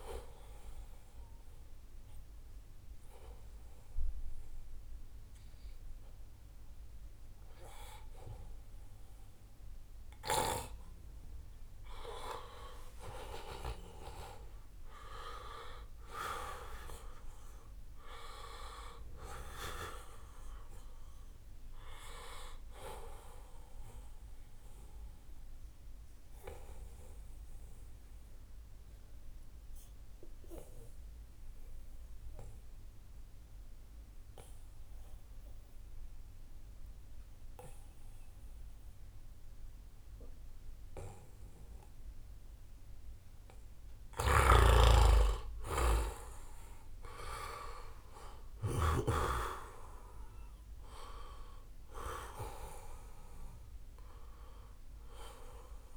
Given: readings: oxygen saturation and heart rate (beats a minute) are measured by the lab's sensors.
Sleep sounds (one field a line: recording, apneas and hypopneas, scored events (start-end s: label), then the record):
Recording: breathing in sleep by a room microphone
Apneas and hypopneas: 2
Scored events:
0.50-13.00 s: hypopnea (oxygen 93% before, 88% lowest, heart rate 80 before, 77 extreme, up 5 after)
15.00-18.50 s: arousal
24.50-44.50 s: obstructive apnea (oxygen 92% before, 88% lowest, heart rate 79 before, 73 extreme, up 7 after)
45.00-55.97 s: oxygen desaturation (device-marked, oxygen 95% before, 88% lowest, heart rate 78 before, 74 extreme)
46.00-49.50 s: arousal
From the record:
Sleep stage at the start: N2 (light sleep)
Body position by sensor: on the right side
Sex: male